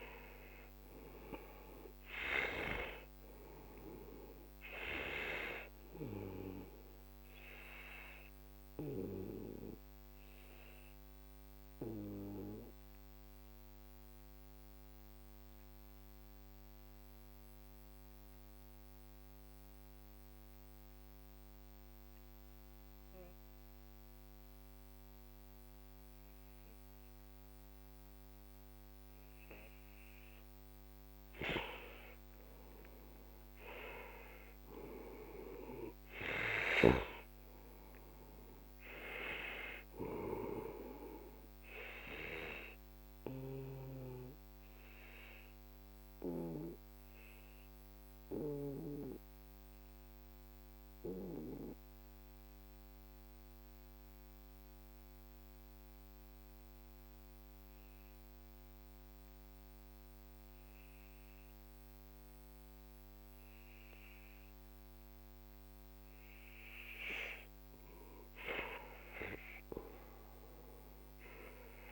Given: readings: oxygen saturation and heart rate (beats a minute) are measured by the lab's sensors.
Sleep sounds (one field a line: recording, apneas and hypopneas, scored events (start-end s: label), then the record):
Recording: breathing in sleep by a microphone on the trachea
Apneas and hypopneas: 2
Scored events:
0.00-1.00 s: arousal
0.00-8.50 s: oxygen desaturation (device-marked, oxygen 92% lowest, heart rate 41 extreme)
8.00-31.00 s: obstructive apnea (oxygen 97% before, 91% lowest, heart rate 55 before, 41 extreme, up 12 after)
32.50-36.00 s: arousal
36.50-56.50 s: oxygen desaturation (device-marked, oxygen 97% before, 92% lowest, heart rate 49 before, 44 extreme)
42.50-66.50 s: obstructive apnea (oxygen 97% before, 91% lowest, heart rate 54 before, 40 extreme, up 15 after)
69.50-71.92 s: arousal
69.50-71.92 s: oxygen desaturation (device-marked, oxygen 97% before, 92% lowest, heart rate 47 before, 40 extreme)
From the record:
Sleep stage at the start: N2 (light sleep)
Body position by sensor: on the back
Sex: male